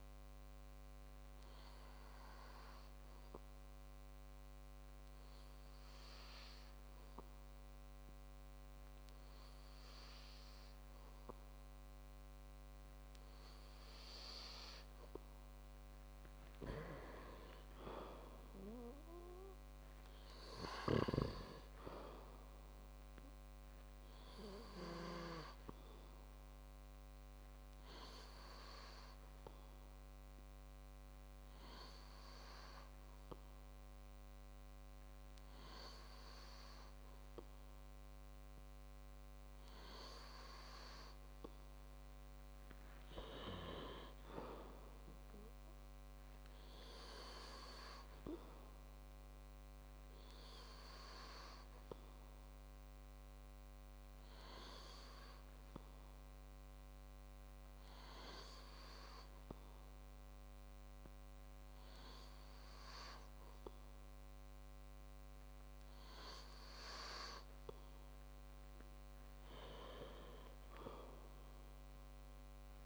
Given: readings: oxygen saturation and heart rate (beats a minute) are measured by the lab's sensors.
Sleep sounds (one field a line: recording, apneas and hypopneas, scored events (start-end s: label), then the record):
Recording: breathing in sleep by a microphone on the trachea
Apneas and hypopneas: 3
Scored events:
1.50-15.00 s: hypopnea (oxygen 97% before, 94% lowest, heart rate 128 before, 97 extreme)
17.00-21.00 s: arousal
29.00-40.00 s: hypopnea (oxygen 97% before, 94% lowest, heart rate 136 before, 99 extreme)
43.50-47.50 s: arousal
51.50-64.00 s: hypopnea (oxygen 97% before, 95% lowest)
66.00-69.50 s: arousal
From the record:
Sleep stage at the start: N2 (light sleep)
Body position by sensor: on the back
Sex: male